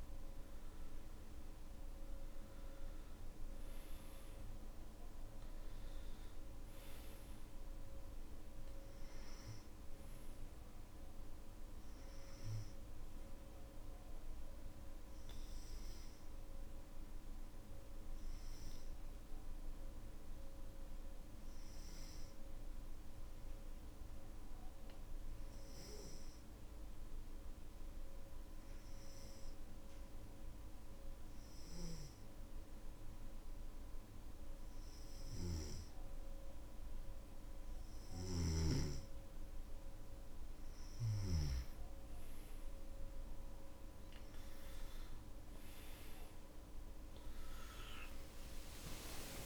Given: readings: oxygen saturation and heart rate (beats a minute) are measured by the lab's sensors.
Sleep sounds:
breathing in sleep, hard to hear, by a room microphone; 1
0.00-23.50 s: oxygen desaturation (device-marked, oxygen 93% lowest, heart rate 56 extreme)
18.00-38.00 s: hypopnea (oxygen 97% before, 92% lowest, heart rate 60 before, 57 extreme, up 8 after)
39.50-49.46 s: oxygen desaturation (device-marked, oxygen 97% before, 92% lowest, heart rate 59 before, 52 extreme)
From the record:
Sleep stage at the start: N2 (light sleep); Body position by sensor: on the back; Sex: male

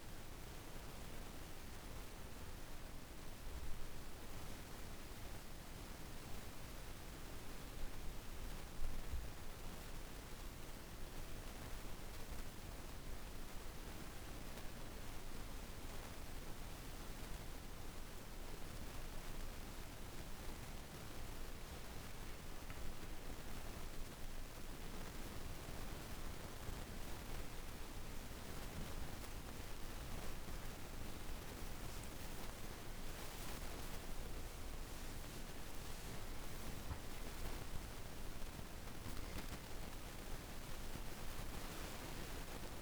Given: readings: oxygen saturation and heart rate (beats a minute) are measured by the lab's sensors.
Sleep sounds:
breathing in sleep, hard to hear, by a room microphone; 1
0.00-4.00 s: oxygen desaturation (device-marked, oxygen 83% lowest)
7.00-17.50 s: obstructive apnea (oxygen 97% before, 90% lowest)
18.00-22.00 s: arousal
18.00-42.82 s: new sleep stage, N1 (lightest sleep)
23.00-37.00 s: oxygen desaturation (device-marked, oxygen 97% before, 90% lowest)
From the record:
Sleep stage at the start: N2 (light sleep); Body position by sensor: on the back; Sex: female

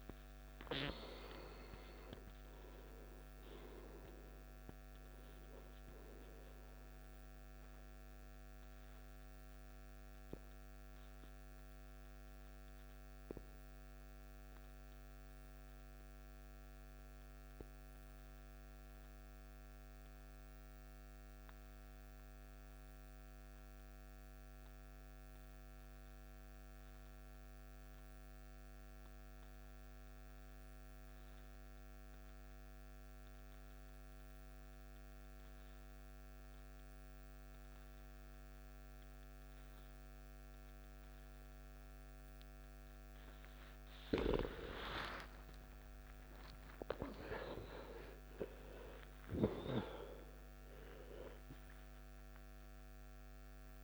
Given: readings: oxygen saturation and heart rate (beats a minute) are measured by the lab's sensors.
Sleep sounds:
breathing in sleep by a microphone on the trachea; 1
0.00-20.00 s: oxygen desaturation (device-marked, oxygen 85% lowest, heart rate 53 extreme)
9.00-44.50 s: mixed apnea (oxygen 96% before, 85% lowest, heart rate 67 before, 53 extreme, up 17 after)
34.00-53.84 s: oxygen desaturation (device-marked, oxygen 98% before, 86% lowest, heart rate 54 before, 55 extreme)
45.50-49.50 s: arousal
From the record:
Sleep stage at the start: N2 (light sleep); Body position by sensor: on the back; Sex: male

